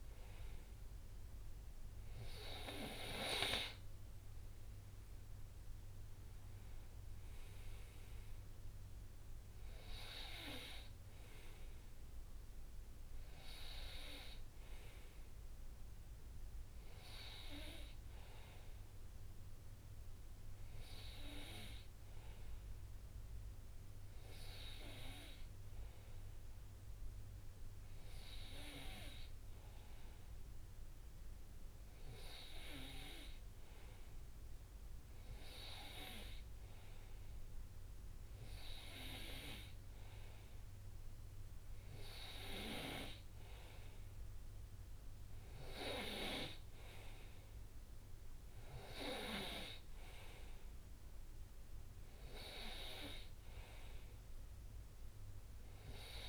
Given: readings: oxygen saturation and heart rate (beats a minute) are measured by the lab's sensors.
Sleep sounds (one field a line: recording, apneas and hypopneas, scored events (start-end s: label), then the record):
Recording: breathing in sleep by a room microphone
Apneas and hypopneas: none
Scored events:
none scored
From the record:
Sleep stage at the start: N2 (light sleep)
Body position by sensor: on the right side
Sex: male